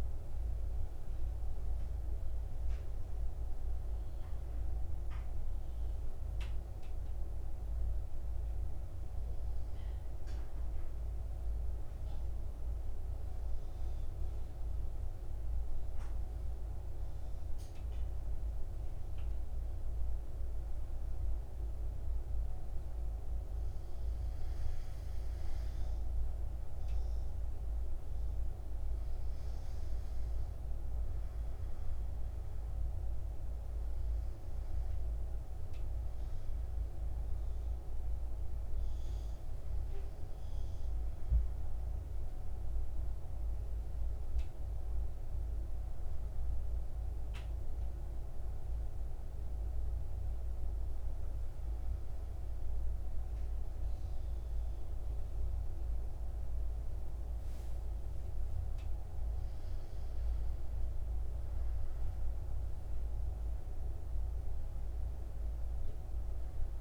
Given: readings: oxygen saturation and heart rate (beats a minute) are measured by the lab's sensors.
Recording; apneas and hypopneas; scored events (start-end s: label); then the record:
breathing in sleep, hard to hear, by a room microphone; 2
10.00-25.00 s: mixed apnea (oxygen 96% before, 92% lowest, heart rate 58 before, 55 extreme, up 3 after)
27.50-31.50 s: arousal
34.00-45.00 s: oxygen desaturation (device-marked, oxygen 96% before, 92% lowest, heart rate 57 before, 54 extreme)
46.00-58.50 s: obstructive apnea (oxygen 97% before, 91% lowest, heart rate 59 before, 54 extreme, up 6 after)
60.00-64.50 s: arousal
From the record:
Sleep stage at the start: N2 (light sleep); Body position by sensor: on the back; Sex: male